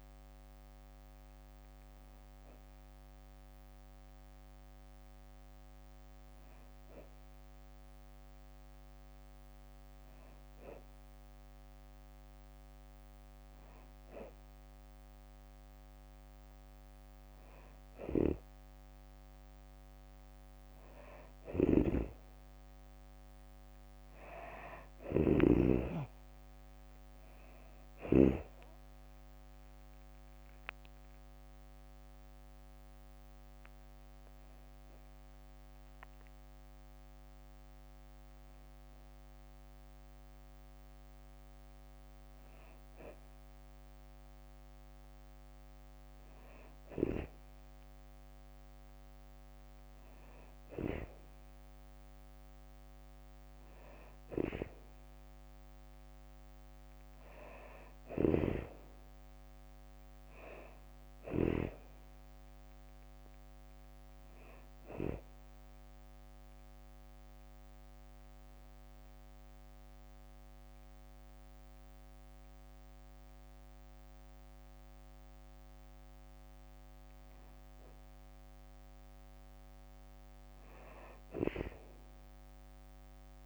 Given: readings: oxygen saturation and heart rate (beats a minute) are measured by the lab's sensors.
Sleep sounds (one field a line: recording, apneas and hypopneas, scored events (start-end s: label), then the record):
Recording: breathing in sleep by a microphone on the trachea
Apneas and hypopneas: 1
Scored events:
0.00-2.00 s: oxygen desaturation (device-marked, oxygen 99% before, 92% lowest, heart rate 65 before, 62 extreme)
21.00-28.00 s: snoring (device-marked)
24.00-37.00 s: drop in pulse transit time (device-marked, heart rate 64 before, 67 extreme)
24.50-27.00 s: arousal
57.50-61.00 s: snoring (device-marked)
61.50-64.00 s: arousal
66.50-77.50 s: hypopnea (oxygen 97% before, 93% lowest, heart rate 66 before, 62 extreme, up 6 after)
From the record:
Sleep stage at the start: N2 (light sleep)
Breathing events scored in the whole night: 197 in 5.3 hours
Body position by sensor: on the back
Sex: female